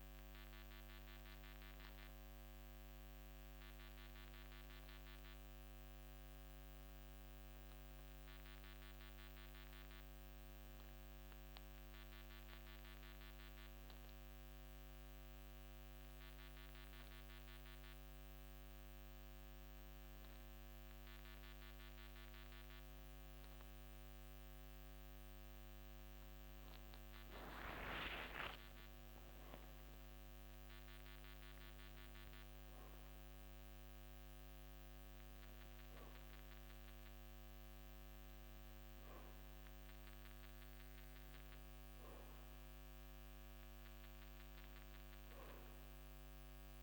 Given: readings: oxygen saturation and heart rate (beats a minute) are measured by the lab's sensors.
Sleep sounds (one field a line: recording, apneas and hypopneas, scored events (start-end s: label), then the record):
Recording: a person awake in a sleep study, hard to hear, by a microphone on the trachea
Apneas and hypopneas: none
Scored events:
29.00-46.83 s: new sleep stage, N1 (lightest sleep)
From the record:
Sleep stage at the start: awake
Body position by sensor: on the back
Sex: male